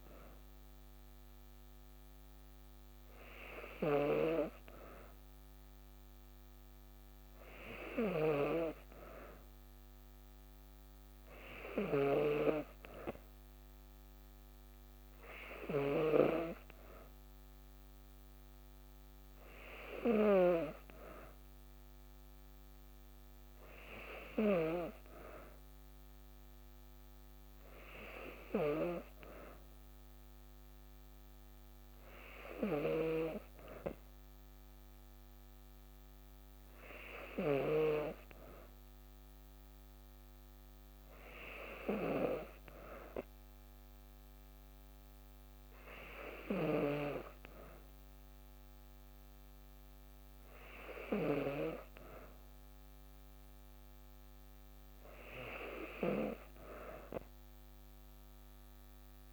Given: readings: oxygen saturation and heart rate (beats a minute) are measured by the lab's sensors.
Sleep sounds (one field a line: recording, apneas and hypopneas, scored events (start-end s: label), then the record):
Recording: breathing in sleep by a microphone on the trachea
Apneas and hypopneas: none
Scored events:
none scored
From the record:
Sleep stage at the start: N2 (light sleep)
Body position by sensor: on the back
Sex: female